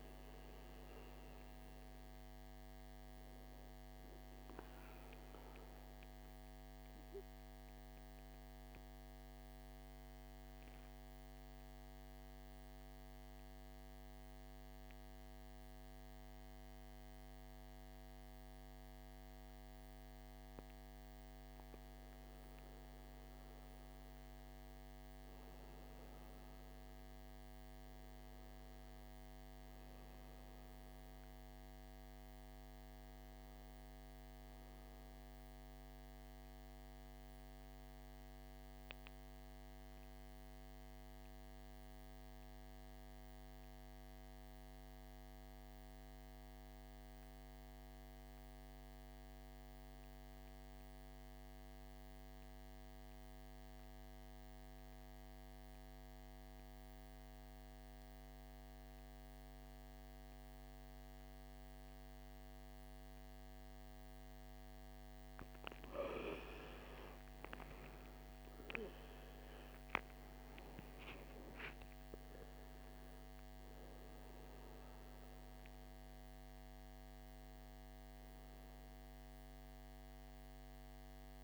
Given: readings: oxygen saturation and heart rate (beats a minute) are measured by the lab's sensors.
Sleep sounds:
breathing in sleep, hard to hear, by a microphone on the trachea; 2
0.00-18.00 s: oxygen desaturation (device-marked, oxygen 80% lowest, heart rate 51 extreme)
9.50-21.50 s: central apnea (oxygen 98% before, 80% lowest, heart rate 67 before, 51 extreme, up 6 after)
23.00-27.50 s: arousal
37.00-46.00 s: oxygen desaturation (device-marked, oxygen 98% before, 93% lowest, heart rate 55 before, 51 extreme)
37.00-65.50 s: mixed apnea (oxygen 99% before, 80% lowest, heart rate 55 before, 51 extreme, up 17 after)
60.00-81.44 s: oxygen desaturation (device-marked, oxygen 98% before, 80% lowest, heart rate 54 before, 55 extreme)
68.00-71.50 s: arousal
From the record:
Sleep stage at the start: N2 (light sleep); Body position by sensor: on the back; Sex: male

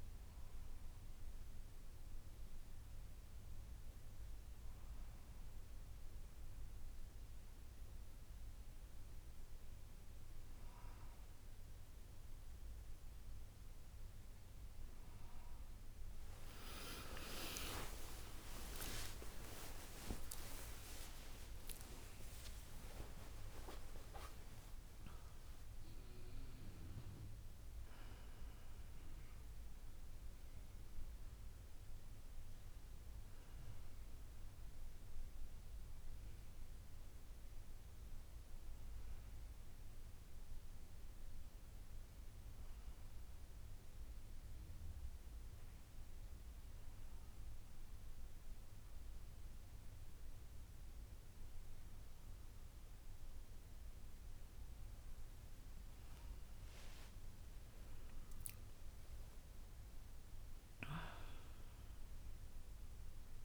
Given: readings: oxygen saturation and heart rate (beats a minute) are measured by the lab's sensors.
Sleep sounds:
a person partly awake in a sleep study, by a room microphone; none
31.00-63.45 s: new sleep stage, N1 (lightest sleep)
57.50-62.00 s: arousal
From the record:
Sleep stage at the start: awake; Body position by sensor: on the back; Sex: female

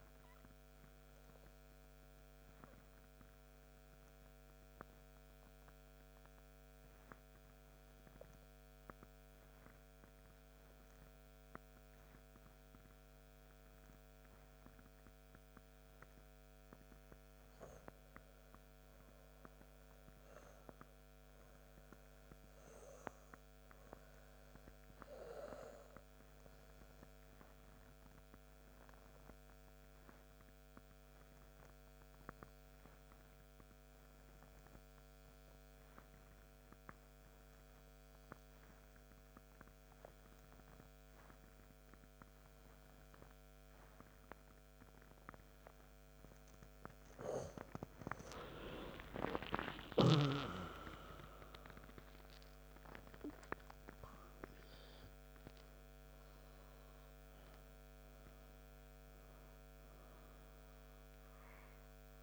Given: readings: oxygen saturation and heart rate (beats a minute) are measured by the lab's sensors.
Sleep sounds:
breathing in sleep by a microphone on the trachea; 2
0.00-15.00 s: oxygen desaturation (device-marked, oxygen 94% lowest, heart rate 74 extreme)
1.50-17.50 s: obstructive apnea (oxygen 100% before, 94% lowest, heart rate 77 before, 74 extreme, up 1 after)
20.00-24.00 s: arousal
28.00-47.00 s: obstructive apnea (oxygen 100% before, 93% lowest, heart rate 82 before, 67 extreme, up 4 after)
35.00-47.00 s: oxygen desaturation (device-marked, oxygen 99% before, 95% lowest, heart rate 79 before, 67 extreme)
49.50-56.00 s: arousal
From the record:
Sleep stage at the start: N2 (light sleep); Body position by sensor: on the right side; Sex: male

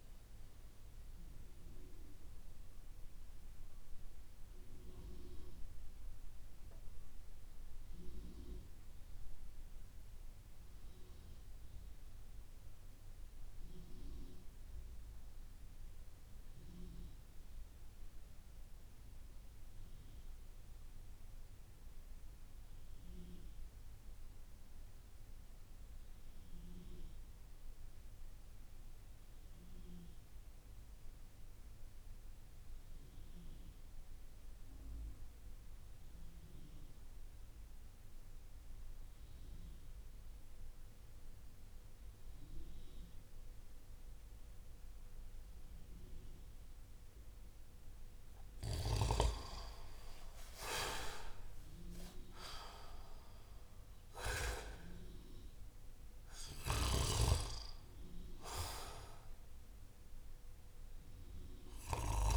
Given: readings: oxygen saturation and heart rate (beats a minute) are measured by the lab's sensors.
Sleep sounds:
breathing in sleep by a room microphone; 1
0.00-10.50 s: oxygen desaturation (device-marked, oxygen 88% lowest)
0.50-46.00 s: mixed apnea (oxygen 95% before, 85% lowest)
29.50-62.37 s: oxygen desaturation (device-marked, oxygen 98% before, 85% lowest)
48.00-52.00 s: arousal
56.00-62.00 s: snoring (device-marked)
From the record:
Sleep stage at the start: N2 (light sleep); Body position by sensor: on the back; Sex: male

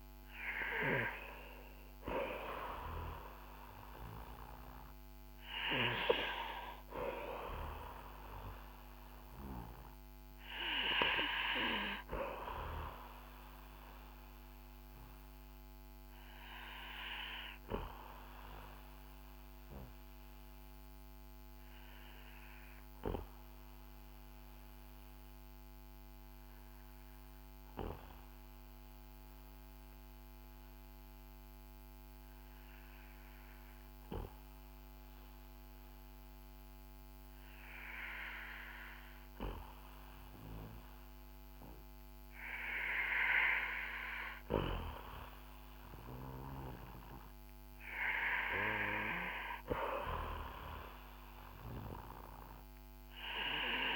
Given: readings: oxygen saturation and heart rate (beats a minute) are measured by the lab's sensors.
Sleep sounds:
breathing in sleep by a microphone on the trachea; 1
0.00-3.50 s: arousal
8.50-33.50 s: oxygen desaturation (device-marked, oxygen 95% before, 91% lowest, heart rate 56 before, 47 extreme)
18.00-41.50 s: obstructive apnea (oxygen 96% before, 91% lowest, heart rate 55 before, 47 extreme, up 6 after)
45.50-49.50 s: arousal
From the record:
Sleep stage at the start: N2 (light sleep); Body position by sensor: on the back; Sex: male

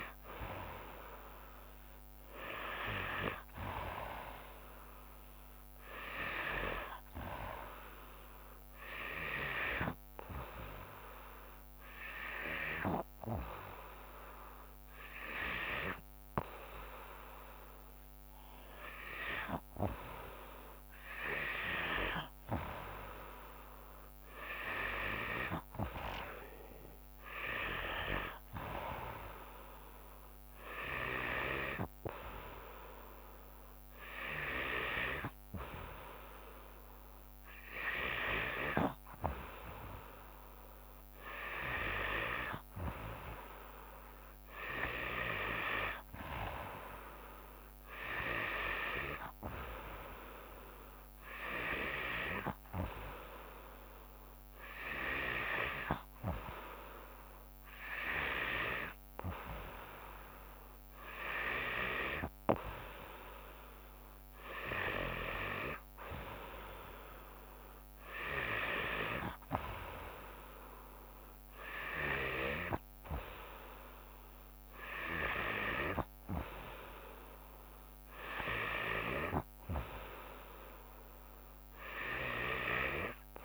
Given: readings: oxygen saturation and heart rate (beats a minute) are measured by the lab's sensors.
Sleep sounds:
breathing in sleep by a microphone on the trachea; none
0.00-11.00 s: drop in pulse transit time (device-marked, heart rate 69 extreme)
52.00-83.45 s: new sleep stage, N3 (deep sleep)
From the record:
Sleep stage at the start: N2 (light sleep); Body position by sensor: on the back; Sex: female

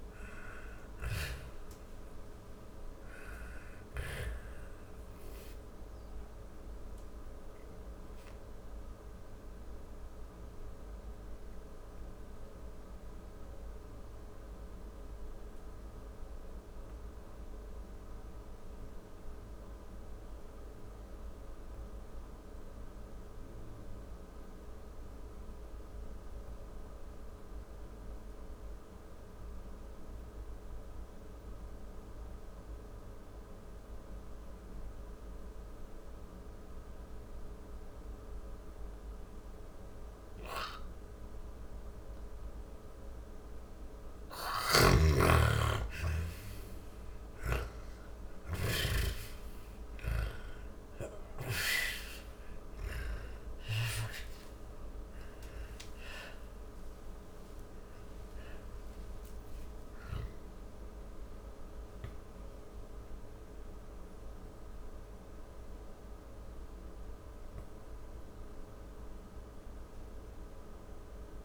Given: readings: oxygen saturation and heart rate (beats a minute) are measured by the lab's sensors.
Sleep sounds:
breathing in sleep by a room microphone; 1
0.00-2.50 s: snoring (device-marked)
0.00-17.50 s: oxygen desaturation (device-marked, oxygen 87% lowest, heart rate 38 extreme)
2.50-40.00 s: hypopnea (heart rate 66 before, 38 extreme, up 58 after)
42.50-47.00 s: snoring (device-marked)
57.50-71.45 s: new sleep stage, awake
From the record:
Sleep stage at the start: N2 (light sleep); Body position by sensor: on the back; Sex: female

